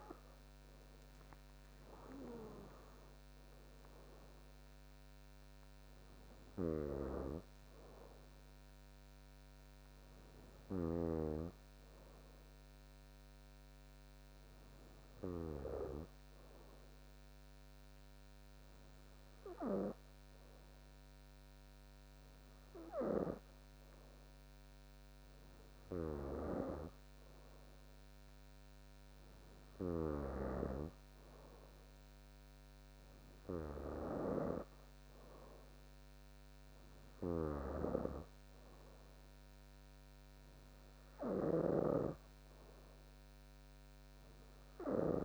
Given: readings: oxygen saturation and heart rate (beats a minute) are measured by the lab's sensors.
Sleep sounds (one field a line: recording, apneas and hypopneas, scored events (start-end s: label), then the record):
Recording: breathing in sleep by a microphone on the trachea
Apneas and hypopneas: none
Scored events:
7.00-14.00 s: bradycardia (device-marked, heart rate 63 before, 55 extreme)
From the record:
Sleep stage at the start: N2 (light sleep)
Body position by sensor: on the back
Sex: female